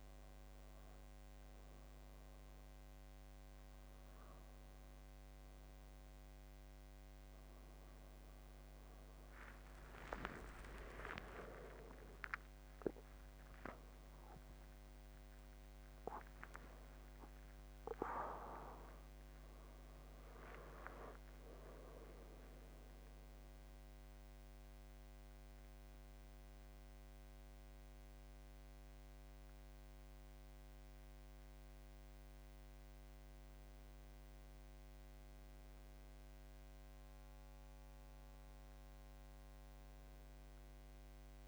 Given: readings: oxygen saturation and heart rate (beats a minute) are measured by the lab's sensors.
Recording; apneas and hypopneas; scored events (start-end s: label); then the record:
a person awake in a sleep study, by a microphone on the trachea; none
2.00-41.48 s: new sleep stage, awake
15.00-21.00 s: tachycardia (device-marked, heart rate 84 before, 106 extreme)
From the record:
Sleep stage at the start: N2 (light sleep); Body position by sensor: on the back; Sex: male